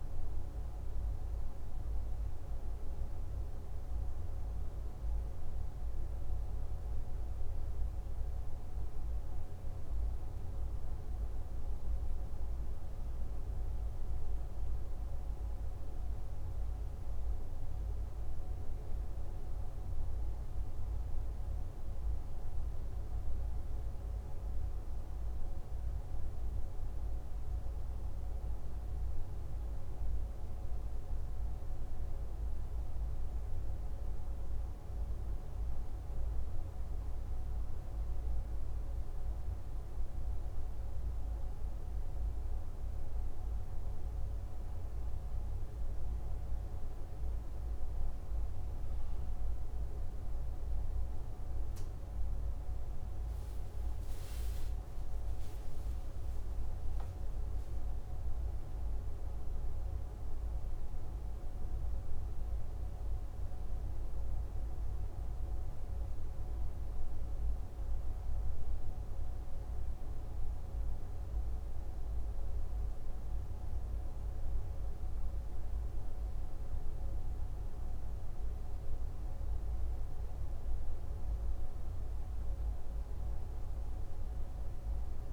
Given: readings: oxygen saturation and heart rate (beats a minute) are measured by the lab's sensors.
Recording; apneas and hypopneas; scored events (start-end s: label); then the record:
breathing in sleep, hard to hear, by a room microphone; none
55.00-60.50 s: arousal
From the record:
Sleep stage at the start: N2 (light sleep); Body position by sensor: on the left side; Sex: male